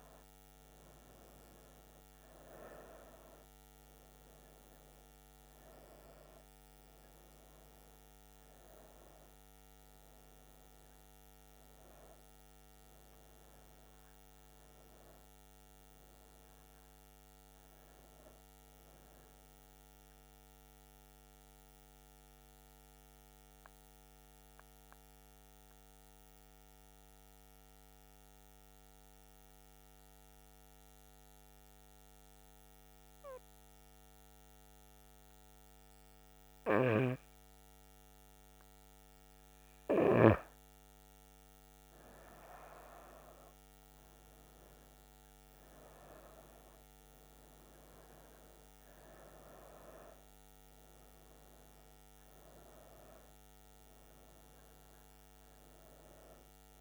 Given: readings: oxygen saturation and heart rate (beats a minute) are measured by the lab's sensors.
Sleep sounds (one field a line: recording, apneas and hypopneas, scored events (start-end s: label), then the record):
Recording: breathing in sleep by a microphone on the trachea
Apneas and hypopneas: 1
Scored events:
0.00-17.00 s: oxygen desaturation (device-marked, oxygen 91% lowest, heart rate 67 extreme)
20.00-35.50 s: central apnea (oxygen 98% before, 94% lowest, heart rate 77 before, 67 extreme, up 8 after)
36.50-41.00 s: arousal
42.00-56.81 s: oxygen desaturation (device-marked, oxygen 98% before, 94% lowest, heart rate 70 before, 65 extreme)
From the record:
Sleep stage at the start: N2 (light sleep)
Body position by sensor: on the back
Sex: female